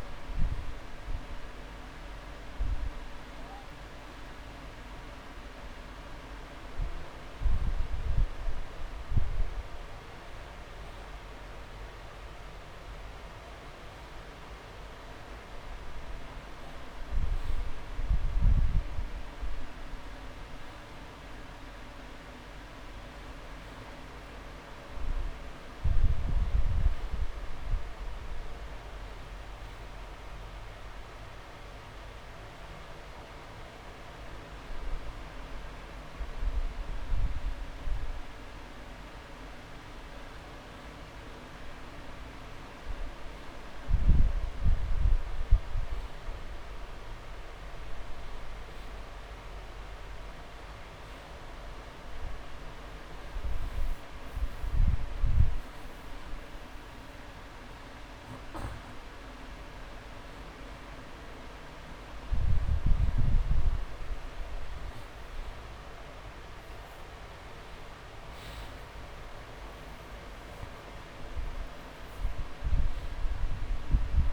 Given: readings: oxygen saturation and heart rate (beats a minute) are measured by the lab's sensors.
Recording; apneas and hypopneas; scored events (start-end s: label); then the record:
breathing in sleep, hard to hear, by a room microphone; none
0.00-2.00 s: long interval between heartbeats (device-marked)
0.00-3.50 s: drop in pulse transit time (device-marked)
13.50-19.50 s: drop in pulse transit time (device-marked)
65.50-67.50 s: long interval between heartbeats (device-marked)
67.00-71.00 s: arousal
From the record:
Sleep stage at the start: N2 (light sleep); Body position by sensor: on the back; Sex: male